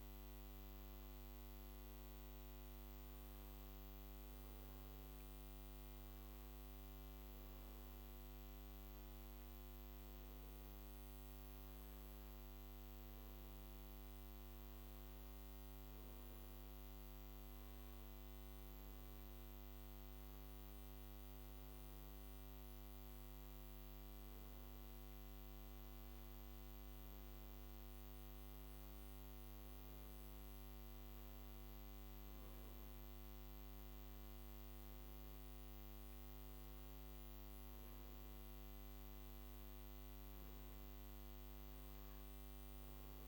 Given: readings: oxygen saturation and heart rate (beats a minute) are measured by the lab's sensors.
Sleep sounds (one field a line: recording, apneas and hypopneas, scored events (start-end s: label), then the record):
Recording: breathing in sleep, hard to hear, by a microphone on the trachea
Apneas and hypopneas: none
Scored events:
0.00-2.00 s: oxygen desaturation (device-marked, oxygen 95% lowest, heart rate 58 extreme)
From the record:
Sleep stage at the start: N1 (lightest sleep)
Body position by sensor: on the back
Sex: male